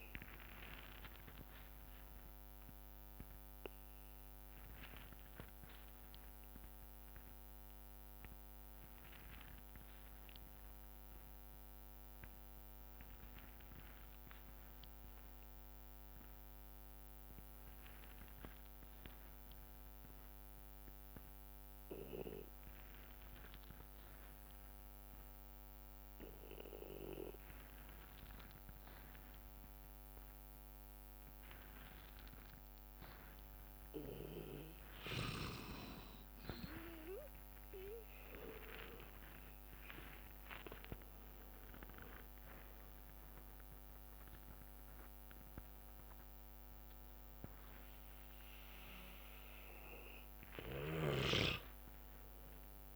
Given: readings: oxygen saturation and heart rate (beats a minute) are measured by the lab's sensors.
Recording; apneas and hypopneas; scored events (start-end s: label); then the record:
breathing in sleep by a microphone on the trachea; 1
0.00-3.50 s: bradycardia (device-marked, heart rate 54 extreme)
0.00-8.50 s: oxygen desaturation (device-marked, oxygen 90% lowest, heart rate 54 extreme)
2.50-34.50 s: obstructive apnea (oxygen 97% before, 89% lowest, heart rate 72 before, 56 extreme, up 25 after)
13.50-15.50 s: bradycardia (device-marked, heart rate 65 before, 60 extreme)
23.50-25.50 s: bradycardia (device-marked, heart rate 65 before, 61 extreme)
24.50-52.96 s: oxygen desaturation (device-marked, oxygen 99% before, 89% lowest, heart rate 60 before, 56 extreme)
27.50-29.50 s: bradycardia (device-marked, heart rate 64 before, 59 extreme)
36.50-41.50 s: arousal
39.50-41.50 s: long interval between heartbeats (device-marked, heart rate 61 before, 73 extreme)
39.50-50.50 s: drop in pulse transit time (device-marked, heart rate 61 before, 63 extreme)
47.50-52.50 s: bradycardia (device-marked, heart rate 65 before, 58 extreme)
From the record:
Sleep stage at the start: N2 (light sleep); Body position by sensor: on the back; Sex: male